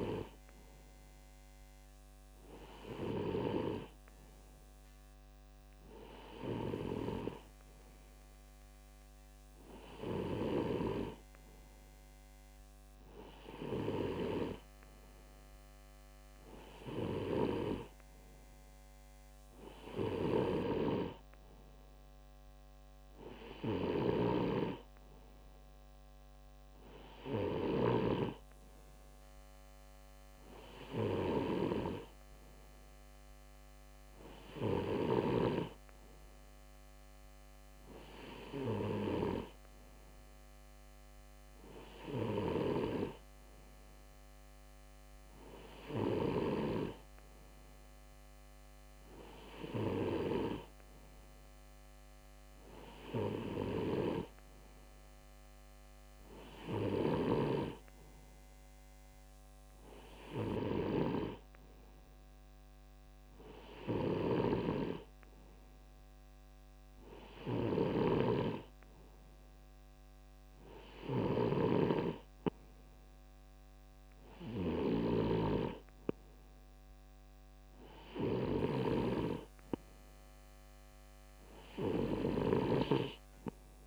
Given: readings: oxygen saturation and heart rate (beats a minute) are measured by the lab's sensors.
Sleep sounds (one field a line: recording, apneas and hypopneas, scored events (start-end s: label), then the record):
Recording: breathing in sleep by a microphone on the trachea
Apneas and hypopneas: none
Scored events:
4.50-7.50 s: bradycardia (device-marked, heart rate 61 before, 60 extreme)
6.50-8.50 s: long interval between heartbeats (device-marked, heart rate 61 before, 59 extreme)
9.50-11.50 s: bradycardia (device-marked, heart rate 61 before, 59 extreme)
24.00-28.50 s: snoring (device-marked)
49.50-51.50 s: bradycardia (device-marked, heart rate 61 before, 59 extreme)
57.50-83.86 s: snoring (device-marked)
From the record:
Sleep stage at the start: N2 (light sleep)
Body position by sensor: on the left side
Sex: male